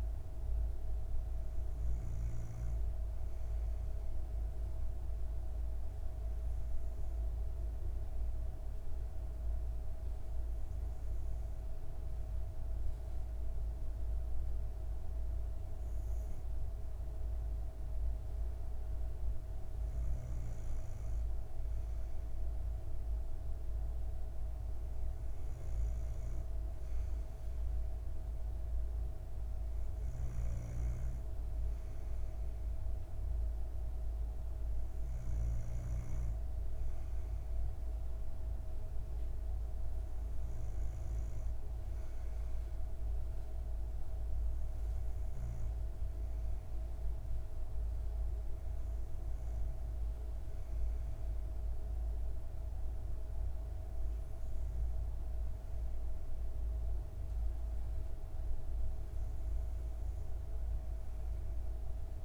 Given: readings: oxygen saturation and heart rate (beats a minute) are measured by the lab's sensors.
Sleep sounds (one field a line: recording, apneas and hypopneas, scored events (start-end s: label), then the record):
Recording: breathing in sleep, hard to hear, by a room microphone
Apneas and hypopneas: 1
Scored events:
8.00-20.50 s: hypopnea (oxygen 95% before, 94% lowest, heart rate 96 before, 59 extreme)
22.00-25.50 s: arousal
From the record:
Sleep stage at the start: N2 (light sleep)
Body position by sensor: on the back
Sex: female